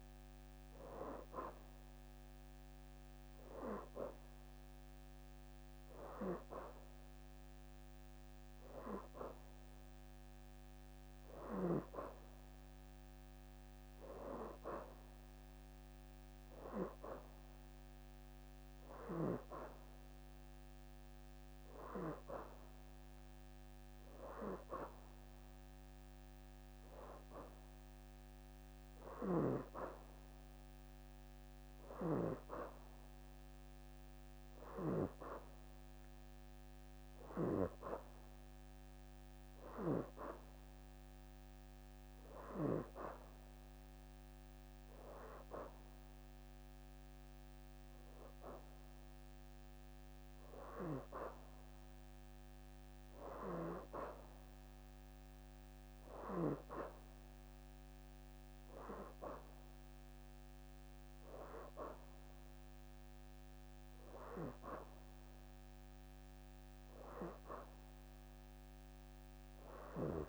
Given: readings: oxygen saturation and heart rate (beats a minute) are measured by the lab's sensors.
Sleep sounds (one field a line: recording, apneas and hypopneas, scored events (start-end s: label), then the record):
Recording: breathing in sleep by a microphone on the trachea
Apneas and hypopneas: none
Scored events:
none scored
From the record:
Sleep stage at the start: N2 (light sleep)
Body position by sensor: on the back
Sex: female